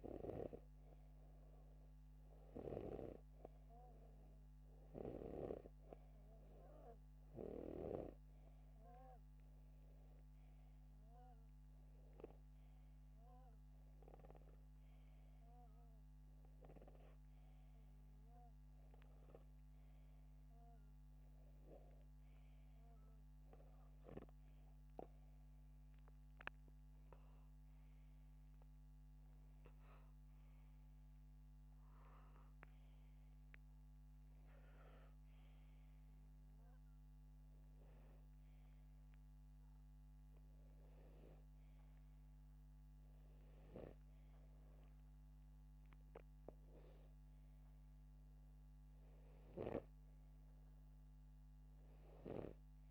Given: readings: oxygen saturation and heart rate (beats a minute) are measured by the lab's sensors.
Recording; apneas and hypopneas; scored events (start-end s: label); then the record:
breathing in sleep by a microphone on the trachea; none
none scored
From the record:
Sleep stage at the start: N2 (light sleep); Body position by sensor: upright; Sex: male